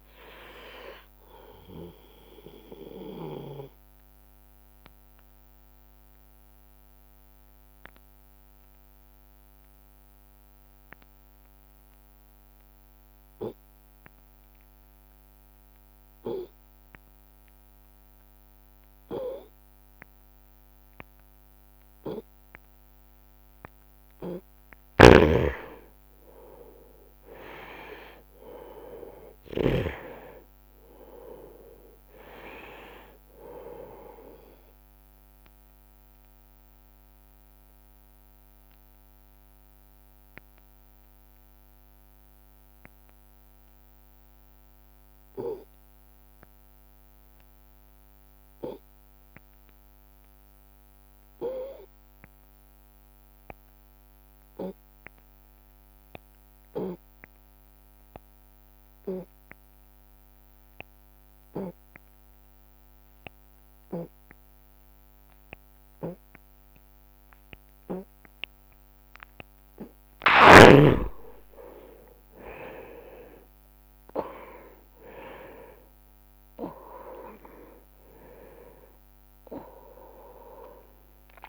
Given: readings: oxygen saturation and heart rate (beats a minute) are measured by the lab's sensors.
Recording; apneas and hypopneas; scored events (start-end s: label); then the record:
breathing in sleep by a microphone on the trachea; 2
0.00-2.50 s: oxygen desaturation (device-marked, oxygen 90% lowest)
6.00-24.00 s: obstructive apnea (oxygen 96% before, 86% lowest)
9.50-19.50 s: oxygen desaturation (device-marked, oxygen 92% before, 86% lowest)
25.00-30.00 s: snoring (device-marked)
26.00-30.00 s: arousal
37.00-69.50 s: obstructive apnea (oxygen 100% before, 84% lowest)
40.50-53.50 s: oxygen desaturation (device-marked, oxygen 96% before, 90% lowest)
67.50-81.49 s: new sleep stage, N1 (lightest sleep)
71.00-75.00 s: arousal
75.50-81.49 s: oxygen desaturation (device-marked, oxygen 96% before, 92% lowest)
From the record:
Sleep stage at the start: N2 (light sleep); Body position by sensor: on the right side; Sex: male